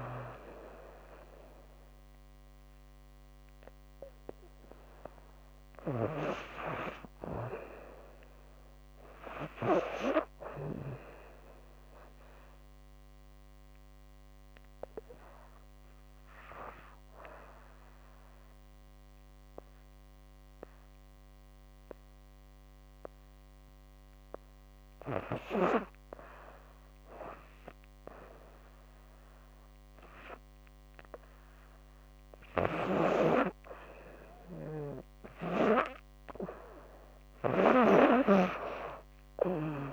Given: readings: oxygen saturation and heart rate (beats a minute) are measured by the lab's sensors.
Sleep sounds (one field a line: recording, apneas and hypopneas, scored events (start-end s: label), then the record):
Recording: breathing in sleep by a microphone on the trachea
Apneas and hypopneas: 1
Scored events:
0.00-12.00 s: oxygen desaturation (device-marked, oxygen 92% lowest, heart rate 67 extreme)
11.00-35.50 s: hypopnea (oxygen 99% before, 94% lowest, heart rate 81 before, 67 extreme, up 21 after)
32.00-37.00 s: snoring (device-marked)
38.50-39.93 s: arousal
From the record:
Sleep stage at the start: N2 (light sleep)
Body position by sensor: on the back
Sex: female